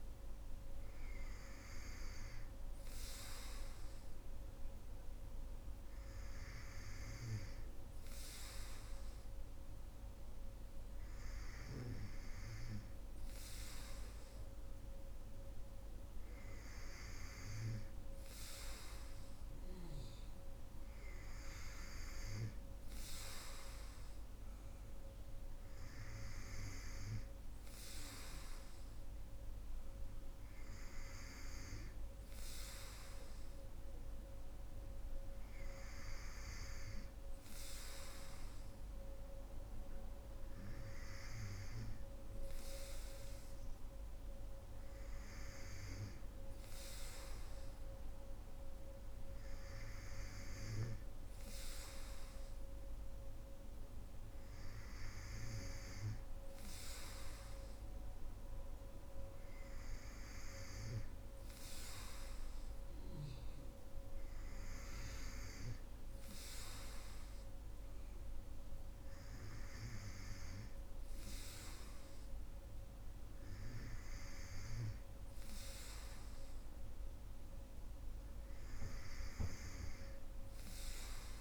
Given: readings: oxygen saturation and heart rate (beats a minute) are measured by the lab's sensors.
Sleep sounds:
breathing in sleep, hard to hear, by a room microphone; none
none scored
From the record:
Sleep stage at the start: N3 (deep sleep); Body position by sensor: on the right side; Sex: female

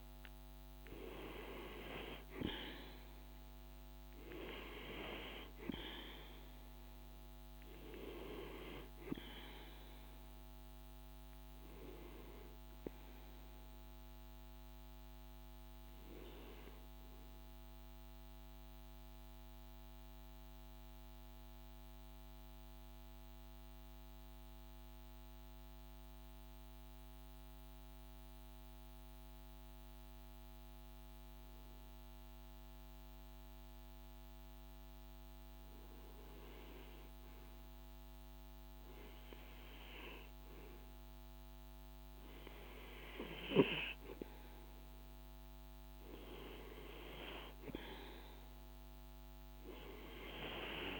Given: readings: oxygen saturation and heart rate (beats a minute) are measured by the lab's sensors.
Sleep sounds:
breathing in sleep by a microphone on the trachea; 1
0.00-19.00 s: oxygen desaturation (device-marked, oxygen 92% lowest, heart rate 52 extreme)
18.50-33.50 s: mixed apnea (oxygen 98% before, 92% lowest, heart rate 55 before, 52 extreme, up 2 after)
36.50-40.00 s: arousal
41.00-51.00 s: oxygen desaturation (device-marked, oxygen 98% before, 92% lowest, heart rate 53 before, 52 extreme)
From the record:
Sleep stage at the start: N2 (light sleep); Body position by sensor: on the right side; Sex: male

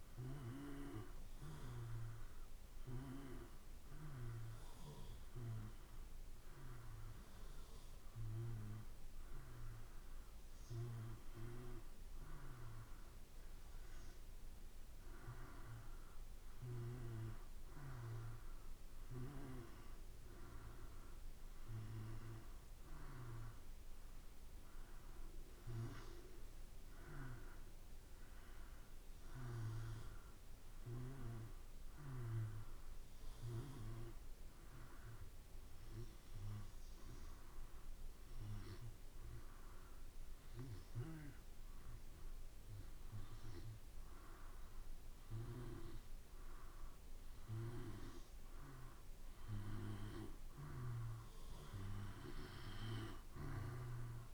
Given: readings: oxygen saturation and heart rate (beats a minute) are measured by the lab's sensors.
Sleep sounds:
breathing in sleep by a room microphone; 1
0.00-6.00 s: oxygen desaturation (device-marked, oxygen 91% lowest, heart rate 53 extreme)
28.00-32.00 s: arousal
35.00-50.00 s: hypopnea (oxygen 95% before, 90% lowest, heart rate 56 before, 55 extreme, up 3 after)
51.50-54.34 s: arousal
53.00-54.34 s: oxygen desaturation (device-marked, oxygen 93% before, 90% lowest, heart rate 55 before, 54 extreme)
From the record:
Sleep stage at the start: N2 (light sleep); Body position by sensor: on the back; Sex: male

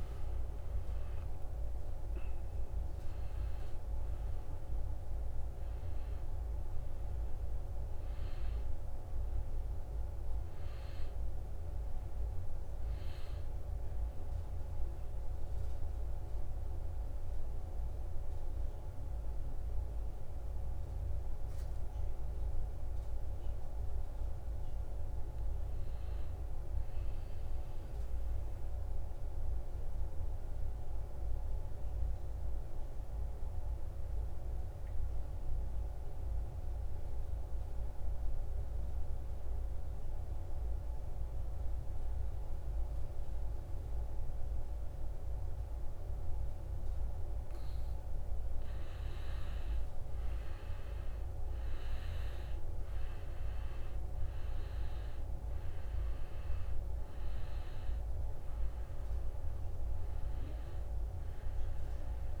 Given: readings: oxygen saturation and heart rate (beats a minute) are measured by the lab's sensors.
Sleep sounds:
breathing in sleep, hard to hear, by a room microphone; 1
0.00-22.00 s: oxygen desaturation (device-marked, oxygen 82% lowest, heart rate 64 extreme)
29.00-48.00 s: obstructive apnea (oxygen 99% before, 85% lowest, heart rate 72 before, 64 extreme, up 8 after)
39.00-62.40 s: oxygen desaturation (device-marked, oxygen 99% before, 85% lowest, heart rate 67 before, 66 extreme)
49.50-54.50 s: arousal
From the record:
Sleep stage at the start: N2 (light sleep); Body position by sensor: on the back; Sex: male

